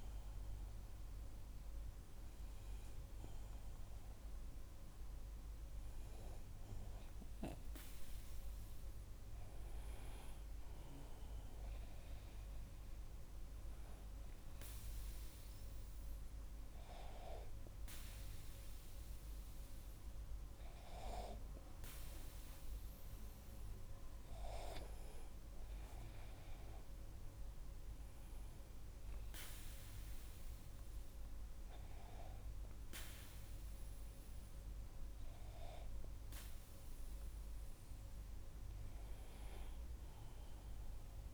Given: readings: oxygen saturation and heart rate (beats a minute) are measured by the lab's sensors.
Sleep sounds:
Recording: breathing in sleep by a room microphone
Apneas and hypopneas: 1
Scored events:
12.50-25.50 s: hypopnea (oxygen 97% before, 96% lowest, heart rate 50 before, 41 extreme, up 13 after)
27.50-31.00 s: arousal
From the record:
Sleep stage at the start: N2 (light sleep)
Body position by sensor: on the back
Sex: male

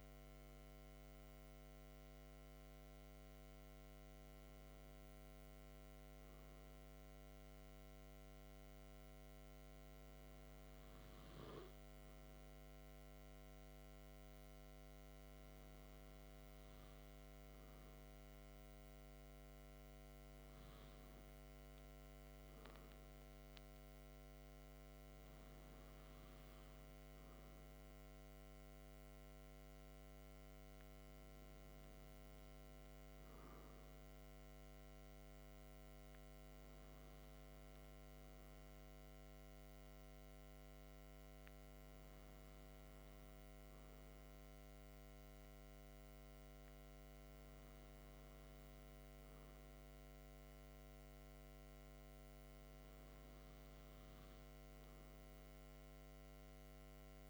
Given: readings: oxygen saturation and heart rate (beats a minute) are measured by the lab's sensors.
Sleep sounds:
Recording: breathing in sleep, hard to hear, by a microphone on the trachea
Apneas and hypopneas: none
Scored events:
none scored
From the record:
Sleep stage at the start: N2 (light sleep)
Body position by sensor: on the back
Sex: male

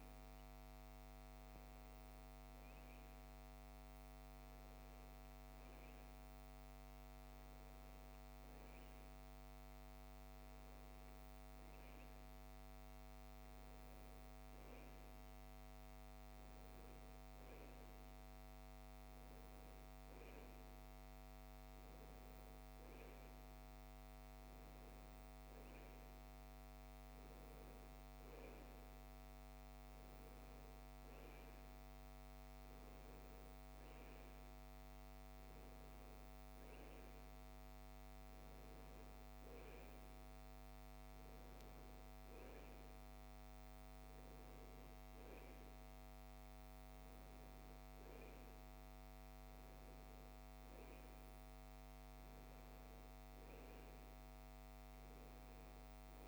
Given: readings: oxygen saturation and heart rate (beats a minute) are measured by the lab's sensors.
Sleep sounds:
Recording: breathing in sleep, hard to hear, by a microphone on the trachea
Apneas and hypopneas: none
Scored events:
none scored
From the record:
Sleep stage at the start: N1 (lightest sleep)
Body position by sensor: on the right side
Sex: female

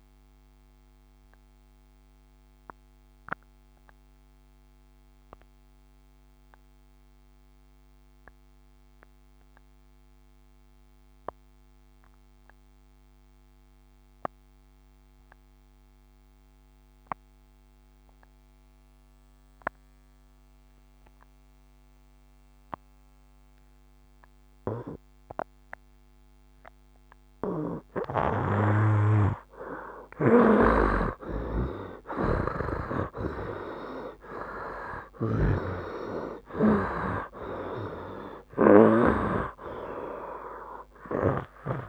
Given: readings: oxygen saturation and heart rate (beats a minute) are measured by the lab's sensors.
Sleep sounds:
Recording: breathing in sleep by a microphone on the trachea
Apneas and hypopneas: 1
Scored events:
0.00-21.50 s: oxygen desaturation (device-marked, oxygen 79% lowest, heart rate 63 extreme)
0.50-27.50 s: obstructive apnea (oxygen 96% before, 78% lowest, heart rate 74 before, 63 extreme, up 9 after)
23.50-41.89 s: oxygen desaturation (device-marked, oxygen 97% before, 78% lowest, heart rate 65 before, 61 extreme)
30.00-35.50 s: snoring (device-marked)
30.50-35.00 s: arousal
From the record:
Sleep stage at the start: N2 (light sleep)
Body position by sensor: on the right side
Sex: male

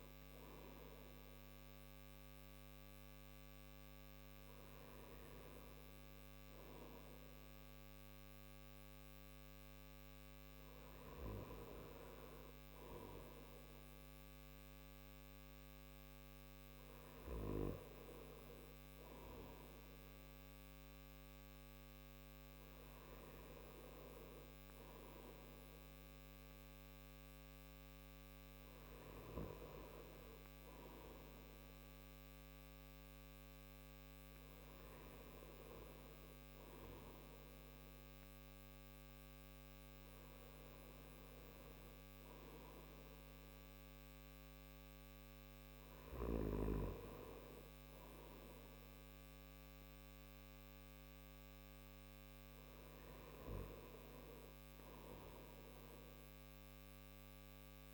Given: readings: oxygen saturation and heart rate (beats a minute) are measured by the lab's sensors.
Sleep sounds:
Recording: breathing in sleep by a microphone on the trachea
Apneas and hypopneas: none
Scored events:
none scored
From the record:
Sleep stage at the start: N3 (deep sleep)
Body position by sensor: on the back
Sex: male

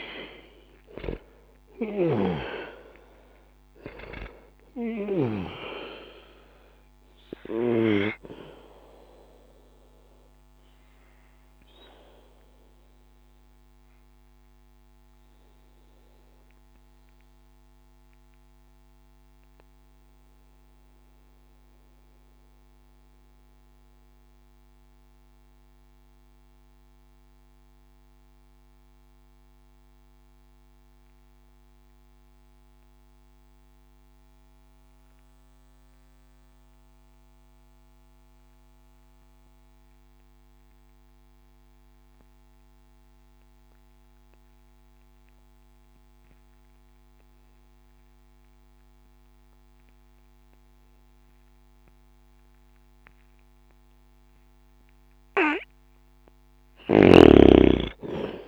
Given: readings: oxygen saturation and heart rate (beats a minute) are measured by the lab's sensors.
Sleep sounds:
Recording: breathing in sleep by a microphone on the trachea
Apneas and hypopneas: 1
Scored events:
0.00-33.50 s: oxygen desaturation (device-marked, oxygen 77% lowest, heart rate 59 extreme)
9.50-54.00 s: obstructive apnea (oxygen 95% before, 77% lowest, heart rate 63 before, 59 extreme, up 10 after)
52.50-58.48 s: oxygen desaturation (device-marked, oxygen 98% before, 78% lowest, heart rate 60 before, 59 extreme)
From the record:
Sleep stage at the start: N2 (light sleep)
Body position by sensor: on the back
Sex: male

